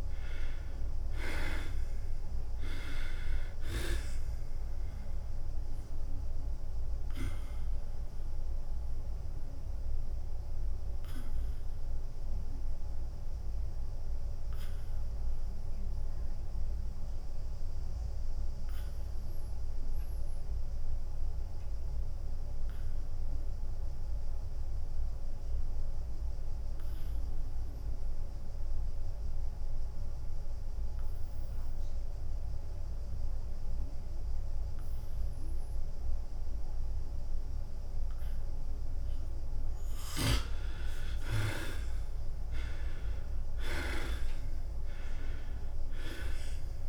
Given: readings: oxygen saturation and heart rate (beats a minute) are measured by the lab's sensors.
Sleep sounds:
breathing in sleep by a room microphone; 1
0.00-1.00 s: arousal
0.00-11.00 s: drop in pulse transit time (device-marked, heart rate 87 extreme)
0.00-26.00 s: oxygen desaturation (device-marked, oxygen 78% lowest, heart rate 88 extreme)
8.00-40.00 s: obstructive apnea (oxygen 98% before, 76% lowest, heart rate 89 before, 88 extreme, up 6 after)
37.00-46.89 s: oxygen desaturation (device-marked, oxygen 99% before, 76% lowest, heart rate 90 before, 86 extreme)
41.00-46.89 s: drop in pulse transit time (device-marked, heart rate 89 before, 88 extreme)
42.50-45.50 s: arousal
From the record:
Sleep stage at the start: N2 (light sleep); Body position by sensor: on the back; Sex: male

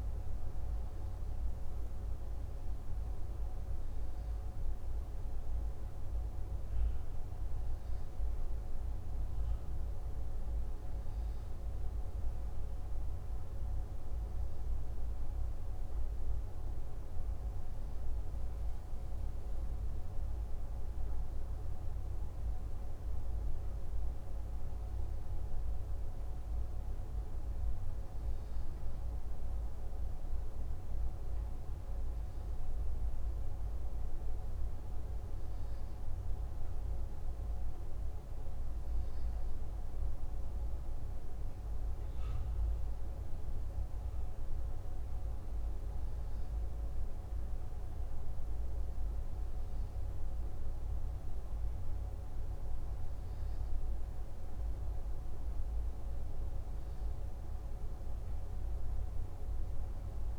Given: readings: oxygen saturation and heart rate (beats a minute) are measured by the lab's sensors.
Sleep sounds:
breathing in sleep, hard to hear, by a room microphone; none
none scored
From the record:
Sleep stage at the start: N2 (light sleep); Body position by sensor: on the left side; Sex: male

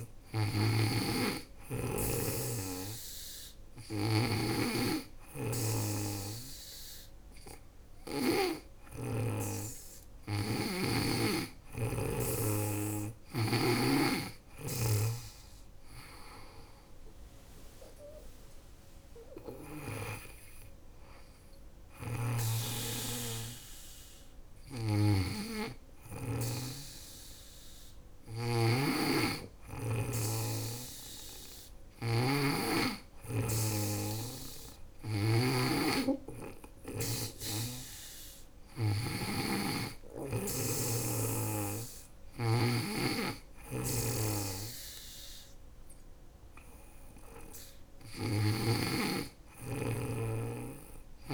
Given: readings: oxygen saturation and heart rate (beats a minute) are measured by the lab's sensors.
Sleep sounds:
breathing in sleep by a room microphone; 1
0.00-7.50 s: snoring (device-marked)
10.00-14.00 s: arousal
18.50-28.50 s: hypopnea (oxygen 97% before, 96% lowest, heart rate 79 before, 73 extreme, up 4 after)
21.00-48.00 s: snoring (device-marked)
32.50-36.00 s: arousal
50.00-51.34 s: snoring (device-marked)
From the record:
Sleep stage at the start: N2 (light sleep); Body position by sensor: on the back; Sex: female

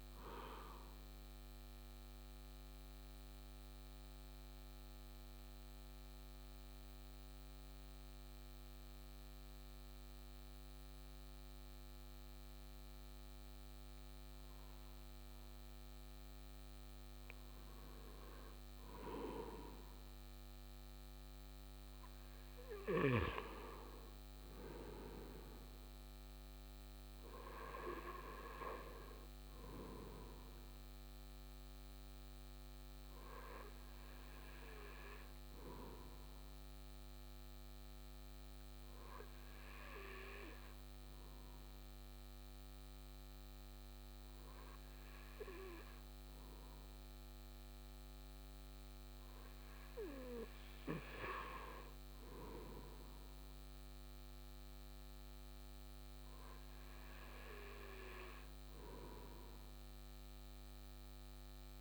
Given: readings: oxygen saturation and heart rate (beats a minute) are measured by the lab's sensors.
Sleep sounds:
breathing in sleep by a microphone on the trachea; 1
1.00-18.00 s: central apnea (oxygen 98% before, 96% lowest, heart rate 69 before, 52 extreme, up 2 after)
21.50-24.50 s: arousal
From the record:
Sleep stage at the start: N2 (light sleep); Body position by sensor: on the right side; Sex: male

